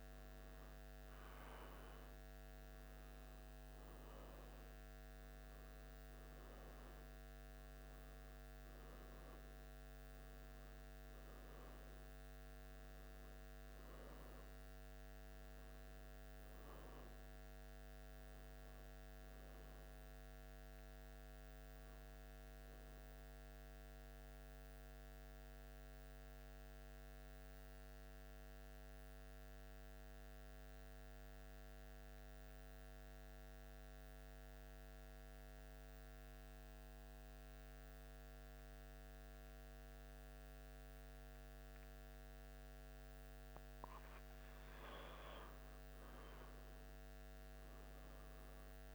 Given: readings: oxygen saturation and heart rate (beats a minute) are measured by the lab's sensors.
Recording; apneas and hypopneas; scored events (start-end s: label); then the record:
breathing in sleep, hard to hear, by a microphone on the trachea; 1
24.00-44.00 s: obstructive apnea (oxygen 94% before, 89% lowest, heart rate 78 before, 75 extreme, up 1 after)
26.50-48.95 s: new sleep stage, N2 (light sleep)
37.50-47.50 s: oxygen desaturation (device-marked, oxygen 95% before, 91% lowest, heart rate 78 before, 75 extreme)
46.50-48.95 s: arousal
From the record:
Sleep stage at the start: N1 (lightest sleep); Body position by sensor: on the back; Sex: male